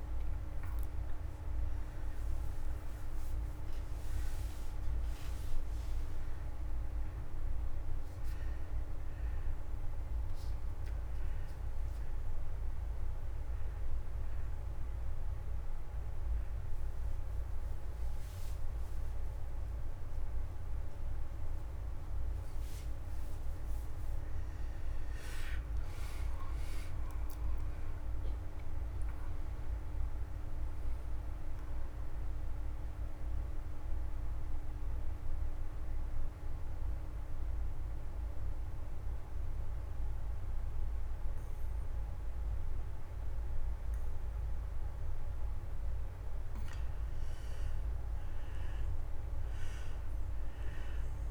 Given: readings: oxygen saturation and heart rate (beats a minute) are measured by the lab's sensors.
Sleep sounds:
breathing in sleep, hard to hear, by a room microphone; 2
0.00-4.50 s: arousal
10.50-12.50 s: oxygen desaturation (device-marked, oxygen 97% before, 91% lowest)
11.00-21.50 s: hypopnea (oxygen 97% before, 84% lowest)
24.50-28.50 s: arousal
32.50-46.50 s: mixed apnea (oxygen 97% before, 84% lowest, heart rate 70 before, 69 extreme)
34.50-45.50 s: oxygen desaturation (device-marked, oxygen 96% before, 92% lowest, heart rate 71 before, 69 extreme)
47.50-51.31 s: oxygen desaturation (device-marked, oxygen 97% before, 84% lowest, heart rate 91 before, 81 extreme)
48.00-51.31 s: arousal
From the record:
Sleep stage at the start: N2 (light sleep); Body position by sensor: on the back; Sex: male

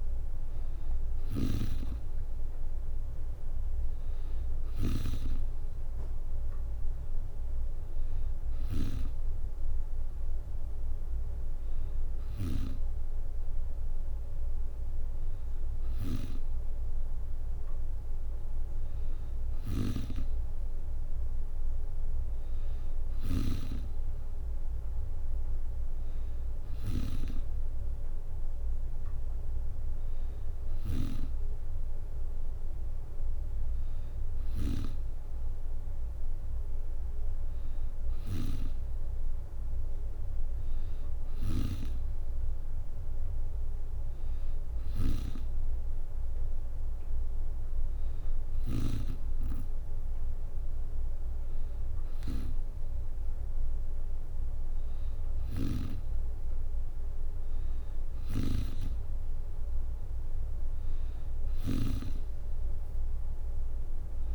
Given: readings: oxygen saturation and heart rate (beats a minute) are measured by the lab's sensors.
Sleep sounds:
breathing in sleep by a room microphone; none
0.00-1.00 s: snoring (device-marked)
15.50-23.50 s: snoring (device-marked)
35.50-64.35 s: new sleep stage, N3 (deep sleep)
41.00-48.50 s: snoring (device-marked)
55.00-64.35 s: snoring (device-marked)
From the record:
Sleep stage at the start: N2 (light sleep); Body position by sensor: on the back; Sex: female

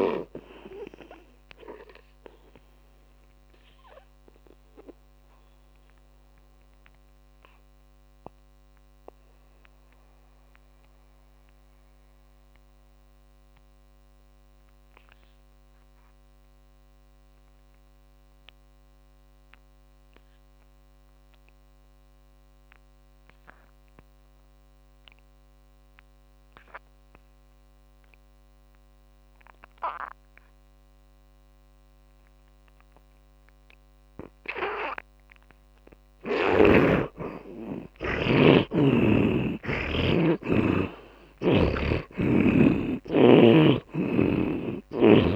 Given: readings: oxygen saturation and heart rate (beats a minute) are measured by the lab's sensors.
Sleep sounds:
breathing in sleep by a microphone on the trachea; 1
0.00-19.00 s: oxygen desaturation (device-marked, oxygen 78% lowest)
4.50-36.00 s: mixed apnea (oxygen 100% before, 77% lowest)
26.00-45.35 s: oxygen desaturation (device-marked, oxygen 100% before, 77% lowest)
38.00-42.50 s: arousal
From the record:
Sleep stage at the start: N2 (light sleep); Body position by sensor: on the back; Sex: male

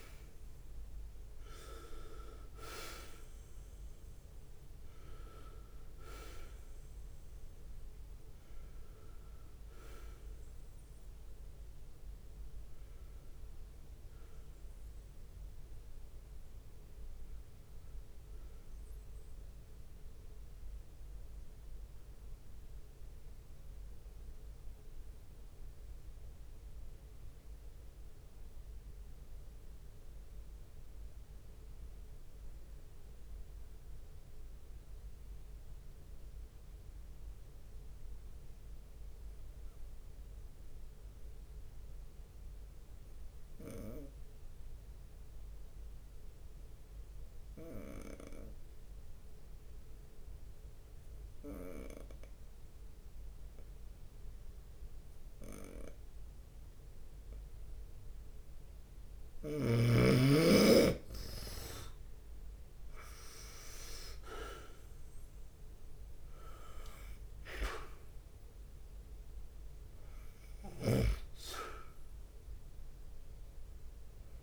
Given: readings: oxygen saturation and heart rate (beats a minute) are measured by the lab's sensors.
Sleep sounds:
breathing in sleep by a room microphone; 1
0.00-4.00 s: arousal
0.00-25.50 s: oxygen desaturation (device-marked, oxygen 89% lowest)
0.00-74.43 s: bradycardia (device-marked)
4.50-6.50 s: long interval between heartbeats (device-marked)
13.50-15.50 s: long interval between heartbeats (device-marked)
22.50-23.50 s: leg movement (device-marked)
22.50-24.50 s: long interval between heartbeats (device-marked)
28.00-58.50 s: obstructive apnea (oxygen 99% before, 92% lowest)
40.50-42.50 s: long interval between heartbeats (device-marked)
51.50-74.43 s: oxygen desaturation (device-marked, oxygen 98% before, 92% lowest)
53.50-56.50 s: leg movement (device-marked)
61.50-63.50 s: long interval between heartbeats (device-marked)
61.50-66.00 s: arousal
68.50-74.43 s: drop in pulse transit time (device-marked)
73.00-74.43 s: leg movement (device-marked)
From the record:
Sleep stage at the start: N2 (light sleep); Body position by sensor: on the right side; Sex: male

